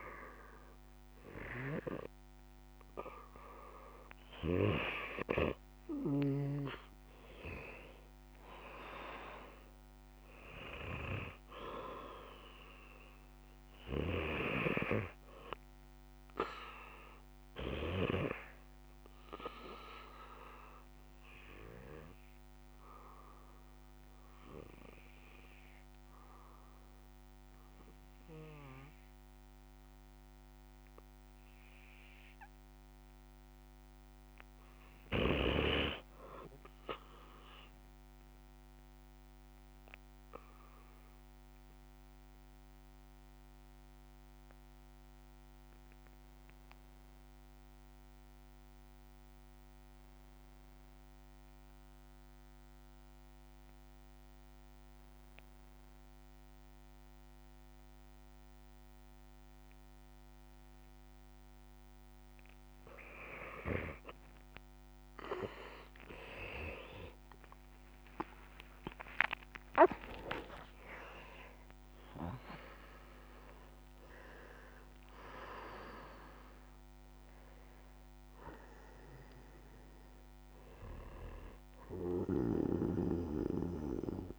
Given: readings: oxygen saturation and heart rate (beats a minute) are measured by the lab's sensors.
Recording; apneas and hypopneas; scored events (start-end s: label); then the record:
breathing in sleep by a microphone on the trachea; 2
1.00-10.00 s: oxygen desaturation (device-marked, oxygen 95% before, 88% lowest, heart rate 62 before, 68 extreme)
11.50-15.00 s: arousal
19.50-32.00 s: obstructive apnea (oxygen 95% before, 87% lowest, heart rate 70 before, 60 extreme, up 6 after)
34.00-37.50 s: arousal
39.50-62.00 s: obstructive apnea (oxygen 97% before, 87% lowest, heart rate 70 before, 60 extreme, up 13 after)
41.00-53.00 s: oxygen desaturation (device-marked, oxygen 97% before, 94% lowest, heart rate 70 before, 61 extreme)
64.00-67.50 s: arousal
67.00-84.39 s: oxygen desaturation (device-marked, oxygen 95% before, 87% lowest, heart rate 64 before, 62 extreme)
82.50-84.39 s: snoring (device-marked)
From the record:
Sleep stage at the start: N2 (light sleep); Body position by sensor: on the back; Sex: male